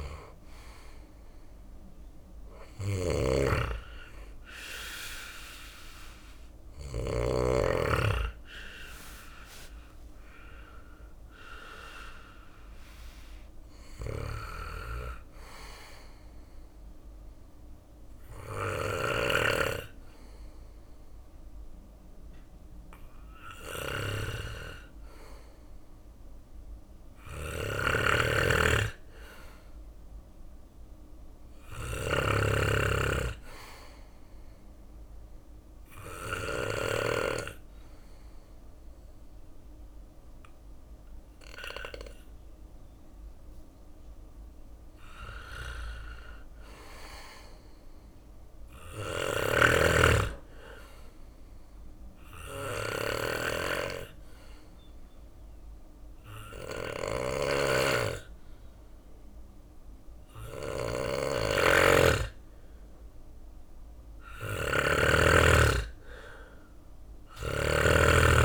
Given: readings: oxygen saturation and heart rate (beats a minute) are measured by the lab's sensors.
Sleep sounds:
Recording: breathing in sleep by a room microphone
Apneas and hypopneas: 3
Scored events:
0.00-6.50 s: snoring (device-marked)
3.00-8.00 s: arousal
4.50-16.50 s: oxygen desaturation (device-marked, oxygen 95% before, 90% lowest, heart rate 69 before, 69 extreme)
13.00-36.50 s: snoring (device-marked)
14.50-24.50 s: obstructive apnea (oxygen 96% before, 91% lowest, heart rate 71 before, 69 extreme, up 2 after)
26.50-30.00 s: arousal
33.50-43.50 s: obstructive apnea (oxygen 96% before, 91% lowest, heart rate 71 before, 66 extreme, up 3 after)
46.00-48.50 s: arousal
48.50-68.45 s: snoring (device-marked)
50.50-61.00 s: obstructive apnea (oxygen 96% before, 91% lowest, heart rate 70 before, 66 extreme, up 6 after)
53.50-64.50 s: oxygen desaturation (device-marked, oxygen 95% before, 91% lowest, heart rate 70 before, 67 extreme)
65.00-68.45 s: arousal
From the record:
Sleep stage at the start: N2 (light sleep)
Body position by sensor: on the back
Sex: male

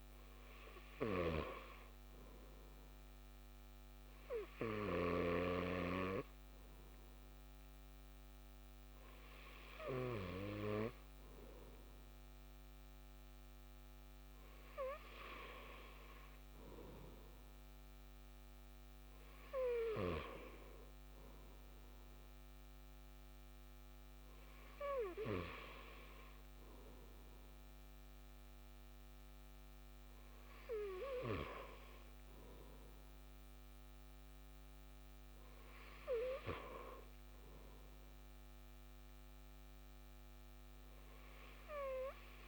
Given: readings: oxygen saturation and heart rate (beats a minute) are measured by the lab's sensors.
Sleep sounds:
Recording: breathing in sleep by a microphone on the trachea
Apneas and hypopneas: none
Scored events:
0.00-1.50 s: snoring (device-marked)
18.00-42.48 s: new sleep stage, REM sleep
From the record:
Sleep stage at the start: N2 (light sleep)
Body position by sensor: on the back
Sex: male

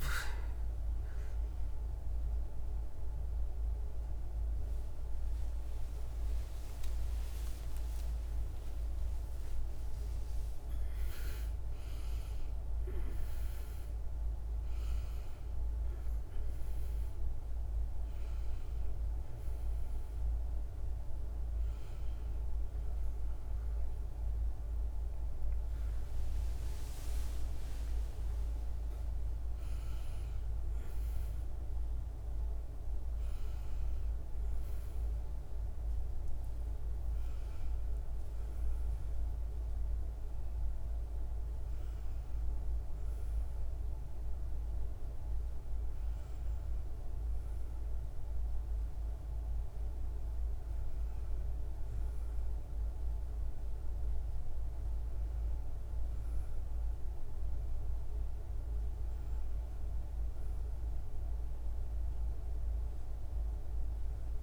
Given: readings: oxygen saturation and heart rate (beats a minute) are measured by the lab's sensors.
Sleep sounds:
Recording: a person awake in a sleep study, hard to hear, by a room microphone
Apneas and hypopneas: none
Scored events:
33.00-64.43 s: new sleep stage, N1 (lightest sleep)
From the record:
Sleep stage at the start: awake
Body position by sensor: on the back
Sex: female

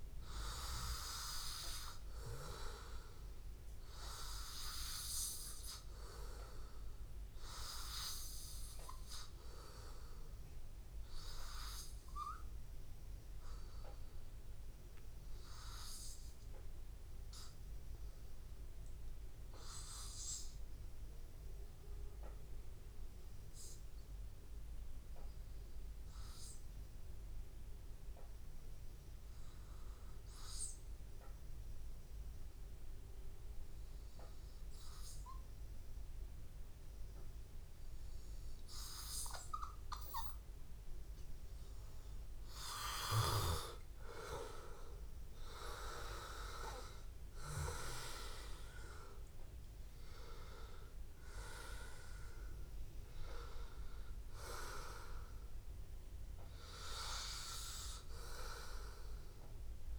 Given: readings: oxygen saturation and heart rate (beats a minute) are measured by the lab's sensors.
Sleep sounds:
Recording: breathing in sleep by a room microphone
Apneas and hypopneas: 1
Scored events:
0.00-14.00 s: oxygen desaturation (device-marked, oxygen 93% lowest, heart rate 82 extreme)
9.00-40.50 s: hypopnea (oxygen 97% before, 93% lowest, heart rate 84 before, 82 extreme, up 3 after)
36.00-59.99 s: oxygen desaturation (device-marked, oxygen 98% before, 93% lowest, heart rate 83 before, 83 extreme)
43.50-47.50 s: arousal
From the record:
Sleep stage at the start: N2 (light sleep)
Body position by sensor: on the back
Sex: male

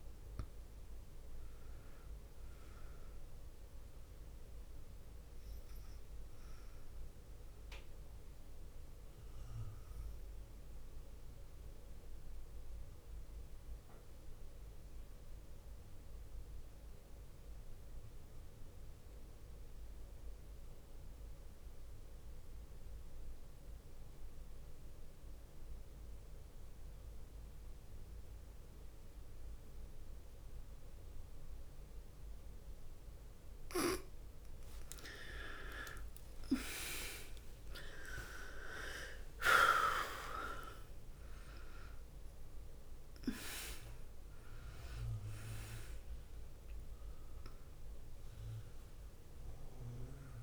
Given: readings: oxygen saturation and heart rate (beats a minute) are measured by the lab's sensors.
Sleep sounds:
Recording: breathing in sleep by a room microphone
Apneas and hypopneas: 1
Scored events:
0.00-19.00 s: oxygen desaturation (device-marked, oxygen 88% lowest, heart rate 48 extreme)
8.00-32.50 s: mixed apnea (oxygen 100% before, 87% lowest, heart rate 59 before, 48 extreme, up 27 after)
34.00-38.50 s: arousal
37.00-50.43 s: new sleep stage, N1 (lightest sleep)
37.00-50.43 s: oxygen desaturation (device-marked, oxygen 99% before, 87% lowest, heart rate 52 before, 49 extreme)
39.00-41.00 s: long interval between heartbeats (device-marked, heart rate 53 before, 77 extreme)
From the record:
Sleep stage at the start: N2 (light sleep)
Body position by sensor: on the back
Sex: female

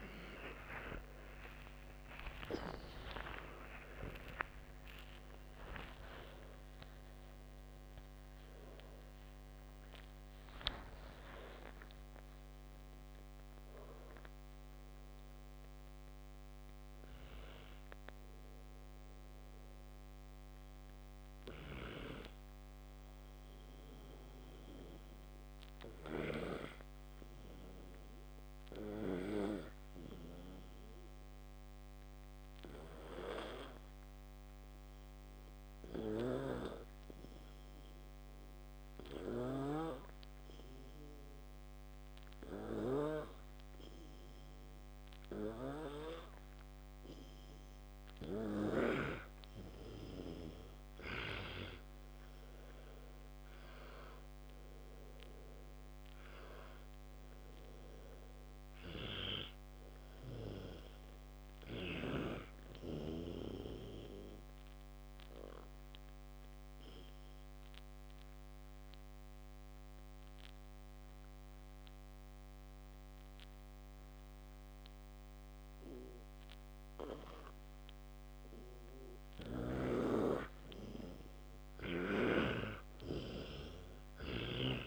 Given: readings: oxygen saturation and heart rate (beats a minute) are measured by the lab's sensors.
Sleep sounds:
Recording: breathing in sleep by a microphone on the trachea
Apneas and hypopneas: 2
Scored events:
0.00-2.50 s: arousal
34.00-49.50 s: hypopnea (oxygen 96% before, 91% lowest, heart rate 71 before, 61 extreme)
36.00-49.00 s: snoring (device-marked)
51.00-54.50 s: arousal
53.00-79.00 s: oxygen desaturation (device-marked, oxygen 100% before, 94% lowest, heart rate 64 before, 60 extreme)
65.00-77.50 s: obstructive apnea (oxygen 100% before, 91% lowest, heart rate 97 before, 60 extreme, up 5 after)
79.00-84.87 s: snoring (device-marked)
80.50-84.87 s: arousal
From the record:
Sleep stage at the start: N2 (light sleep)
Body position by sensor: on the back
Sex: male

